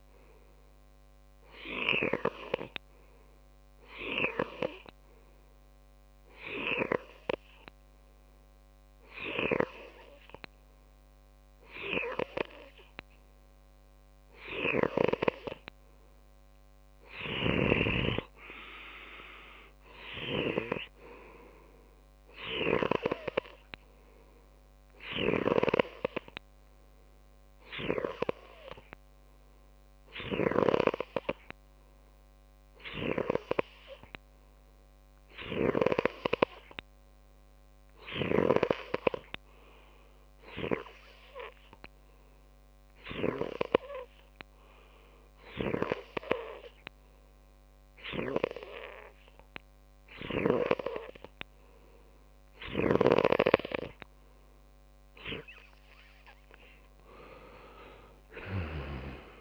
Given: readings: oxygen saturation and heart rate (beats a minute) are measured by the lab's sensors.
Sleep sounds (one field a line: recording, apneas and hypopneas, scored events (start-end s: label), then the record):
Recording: breathing in sleep by a microphone on the trachea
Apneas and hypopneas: 2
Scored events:
5.00-16.50 s: hypopnea (oxygen 98% before, 92% lowest)
18.50-21.50 s: arousal
26.50-53.50 s: obstructive apnea (oxygen 95% before, 92% lowest)
From the record:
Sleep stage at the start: N2 (light sleep)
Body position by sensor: on the left side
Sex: male